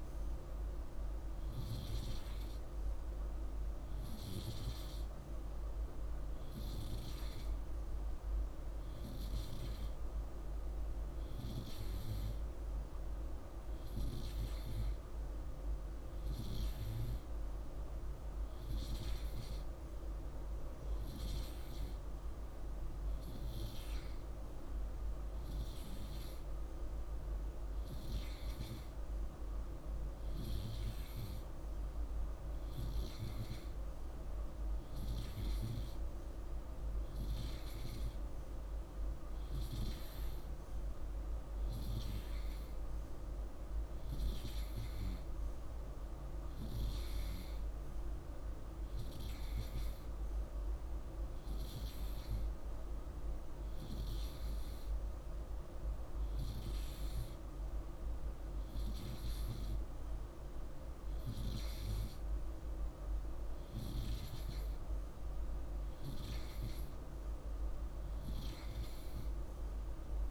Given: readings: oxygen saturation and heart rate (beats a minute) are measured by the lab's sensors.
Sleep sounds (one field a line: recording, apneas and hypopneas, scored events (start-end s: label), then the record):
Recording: breathing in sleep, hard to hear, by a room microphone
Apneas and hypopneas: none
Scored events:
none scored
From the record:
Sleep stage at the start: N2 (light sleep)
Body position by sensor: on the right side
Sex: male